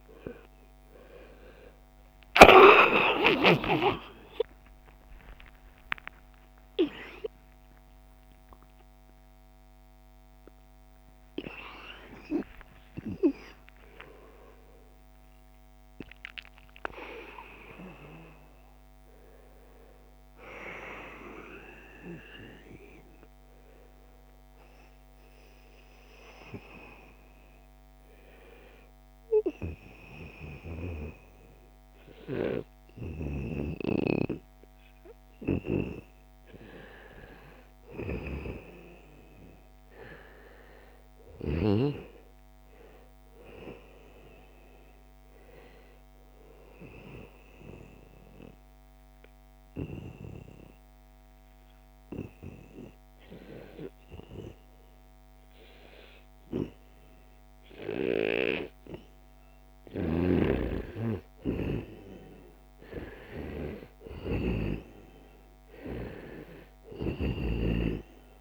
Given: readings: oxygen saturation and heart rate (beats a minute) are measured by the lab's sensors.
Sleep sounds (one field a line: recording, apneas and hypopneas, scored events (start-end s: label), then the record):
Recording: a person partly awake in a sleep study, by a microphone on the trachea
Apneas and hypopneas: 2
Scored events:
0.00-2.00 s: snoring (device-marked)
2.50-62.50 s: new sleep stage, N1 (lightest sleep)
3.00-5.00 s: long interval between heartbeats (device-marked, heart rate 89 before, 120 extreme)
5.00-7.00 s: long interval between heartbeats (device-marked, heart rate 93 before, 138 extreme)
16.00-18.00 s: long interval between heartbeats (device-marked, heart rate 108 before, 104 extreme)
23.00-35.00 s: obstructive apnea (oxygen 97% before, 90% lowest, heart rate 112 before, 83 extreme, up 11 after)
37.00-42.00 s: arousal
41.00-43.00 s: long interval between heartbeats (device-marked, heart rate 90 before, 94 extreme)
44.50-55.50 s: oxygen desaturation (device-marked, oxygen 95% before, 92% lowest, heart rate 89 before, 80 extreme)
47.00-58.50 s: obstructive apnea (oxygen 97% before, 90% lowest, heart rate 89 before, 80 extreme)
60.50-63.50 s: arousal
62.50-68.41 s: new sleep stage, N2 (light sleep)
65.50-68.41 s: oxygen desaturation (device-marked, oxygen 95% before, 90% lowest, heart rate 84 before, 78 extreme)
From the record:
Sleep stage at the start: awake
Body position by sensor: on the right side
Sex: male